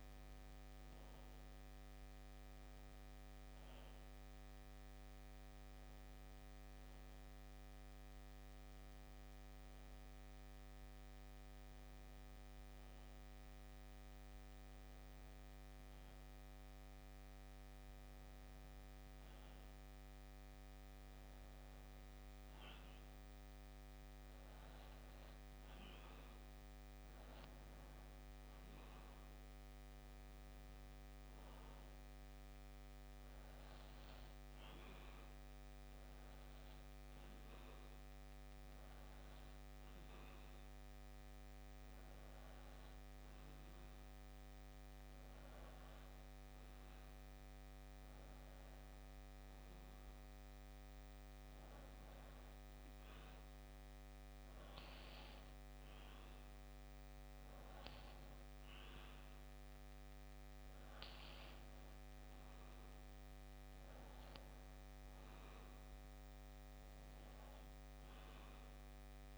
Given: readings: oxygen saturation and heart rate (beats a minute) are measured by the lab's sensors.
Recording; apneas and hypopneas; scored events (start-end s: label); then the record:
breathing in sleep, hard to hear, by a microphone on the trachea; none
none scored
From the record:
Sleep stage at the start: N2 (light sleep); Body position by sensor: on the back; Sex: male